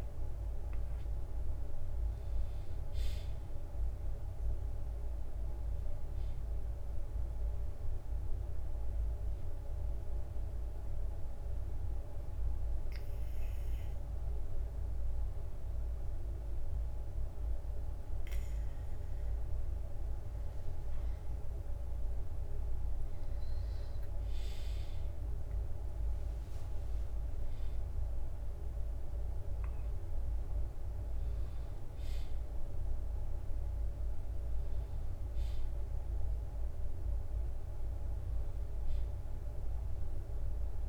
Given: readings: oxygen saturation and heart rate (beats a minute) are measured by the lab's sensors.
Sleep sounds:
breathing in sleep, hard to hear, by a room microphone; 1
0.00-2.50 s: arousal
10.00-22.00 s: obstructive apnea (oxygen 97% before, 94% lowest, heart rate 65 before, 59 extreme, up 8 after)
13.00-17.00 s: bradycardia (device-marked, heart rate 67 before, 59 extreme)
26.00-38.00 s: drop in pulse transit time (device-marked, heart rate 62 before, 65 extreme)
26.50-31.50 s: arousal
From the record:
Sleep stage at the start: N2 (light sleep); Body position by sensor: on the back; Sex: male

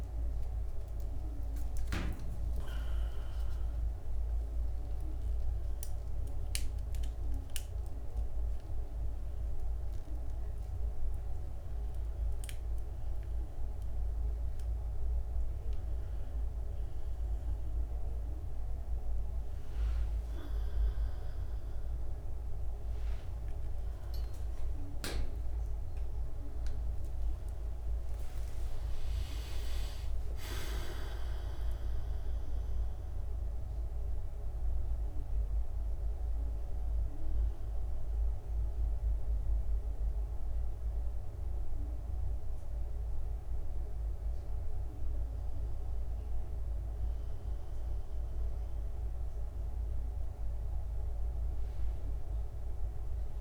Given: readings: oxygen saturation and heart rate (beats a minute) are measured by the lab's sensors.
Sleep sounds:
a person awake in a sleep study, hard to hear, by a room microphone; none
11.50-13.50 s: long interval between heartbeats (device-marked, heart rate 48 before, 31 extreme)
30.00-32.00 s: long interval between heartbeats (device-marked, heart rate 67 before, 100 extreme)
From the record:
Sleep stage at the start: awake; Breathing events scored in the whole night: 110 in 3.6 hours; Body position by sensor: on the back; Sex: male

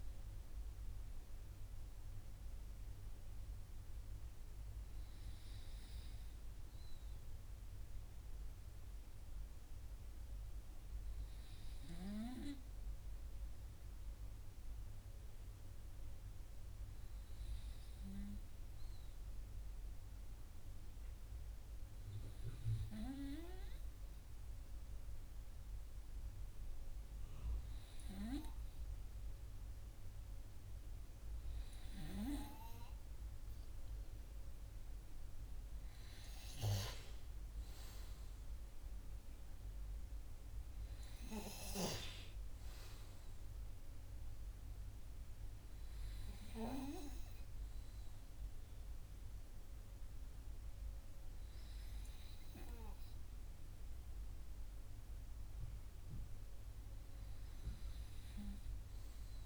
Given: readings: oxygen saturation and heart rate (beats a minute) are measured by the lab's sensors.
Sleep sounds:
breathing in sleep by a room microphone; none
none scored
From the record:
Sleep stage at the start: N2 (light sleep); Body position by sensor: on the right side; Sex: male

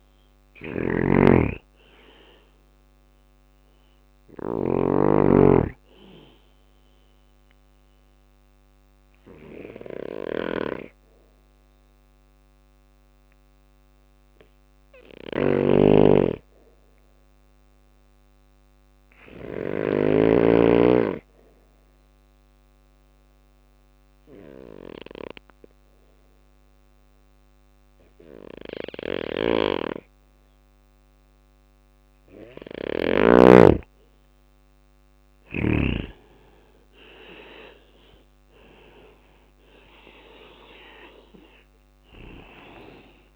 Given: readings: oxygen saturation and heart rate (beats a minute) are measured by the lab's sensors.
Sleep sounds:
breathing in sleep by a microphone on the trachea; 1
0.00-3.00 s: drop in pulse transit time (device-marked, heart rate 59 extreme)
0.00-3.50 s: snoring (device-marked)
0.00-16.00 s: oxygen desaturation (device-marked, oxygen 90% lowest, heart rate 57 extreme)
14.00-18.50 s: snoring (device-marked)
19.50-30.50 s: obstructive apnea (oxygen 99% before, 90% lowest, heart rate 64 before, 57 extreme, up 7 after)
20.00-32.00 s: bradycardia (device-marked, heart rate 60 before, 57 extreme)
28.00-35.00 s: snoring (device-marked)
33.00-37.50 s: arousal
33.00-43.36 s: oxygen desaturation (device-marked, oxygen 98% before, 92% lowest, heart rate 60 before, 57 extreme)
35.00-43.36 s: drop in pulse transit time (device-marked, heart rate 59 before, 60 extreme)
From the record:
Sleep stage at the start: N2 (light sleep); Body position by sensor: on the back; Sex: male

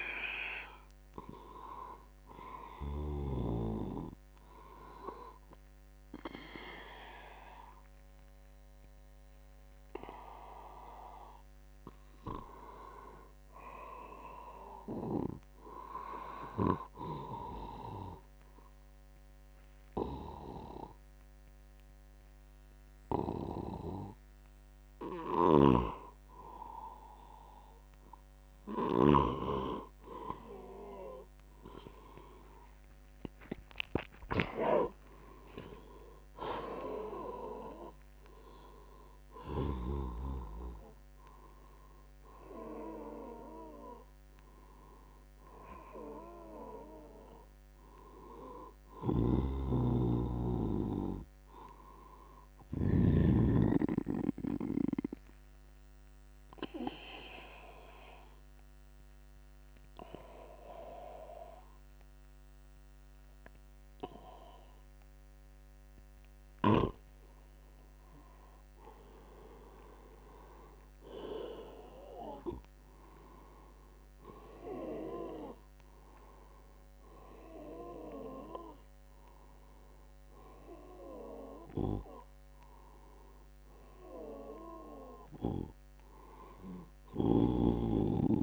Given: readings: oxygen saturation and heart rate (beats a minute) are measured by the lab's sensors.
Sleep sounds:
breathing in sleep by a microphone on the trachea; 1
25.50-29.50 s: snoring (device-marked)
31.00-55.00 s: oxygen desaturation (device-marked, oxygen 96% before, 91% lowest, heart rate 84 before, 74 extreme)
31.50-34.50 s: arousal
49.00-53.50 s: snoring (device-marked)
54.00-67.50 s: obstructive apnea (oxygen 97% before, 91% lowest, heart rate 87 before, 74 extreme, up 11 after)
70.00-73.50 s: arousal
75.00-88.43 s: oxygen desaturation (device-marked, oxygen 98% before, 91% lowest, heart rate 81 before, 73 extreme)
From the record:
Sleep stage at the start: N2 (light sleep); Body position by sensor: on the back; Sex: male

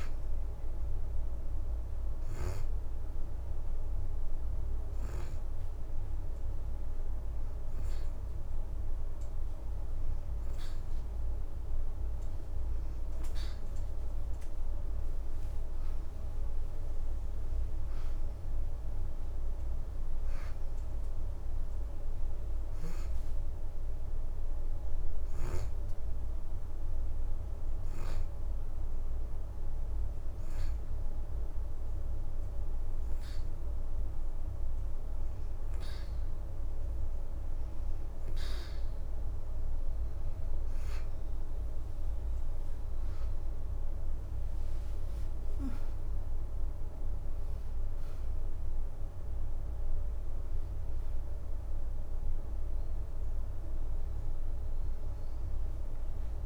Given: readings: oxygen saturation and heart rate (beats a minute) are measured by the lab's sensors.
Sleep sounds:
breathing in sleep, hard to hear, by a room microphone; 2
0.00-9.50 s: oxygen desaturation (device-marked, oxygen 89% lowest, heart rate 81 extreme)
2.00-12.50 s: hypopnea (oxygen 92% before, 89% lowest, heart rate 85 before, 81 extreme, up 4 after)
14.00-18.00 s: arousal
16.00-17.50 s: leg movement (device-marked)
17.50-33.50 s: oxygen desaturation (device-marked, oxygen 92% before, 89% lowest, heart rate 85 before, 81 extreme)
25.00-37.00 s: hypopnea (oxygen 92% before, 88% lowest, heart rate 85 before, 81 extreme, up 6 after)
40.50-56.46 s: oxygen desaturation (device-marked, oxygen 92% before, 89% lowest, heart rate 83 before, 82 extreme)
41.00-45.50 s: leg movement (device-marked)
41.00-46.50 s: arousal
From the record:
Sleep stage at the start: N2 (light sleep); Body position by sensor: on the back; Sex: female

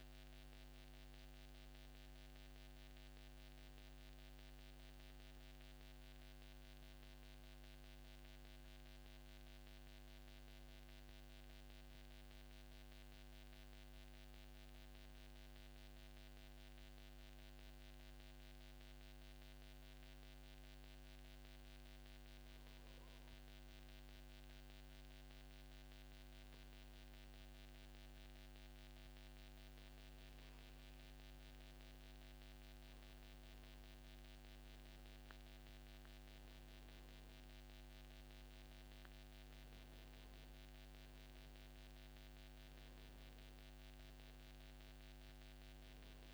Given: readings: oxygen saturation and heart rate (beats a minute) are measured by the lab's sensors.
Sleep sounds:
breathing in sleep, hard to hear, by a microphone on the trachea; 1
0.00-2.00 s: oxygen desaturation (device-marked, oxygen 92% lowest, heart rate 118 extreme)
6.00-9.50 s: arousal
12.50-31.50 s: hypopnea (oxygen 95% before, 93% lowest, heart rate 145 before, 118 extreme, up 25 after)
34.00-38.00 s: arousal
From the record:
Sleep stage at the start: N2 (light sleep); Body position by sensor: on the back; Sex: male

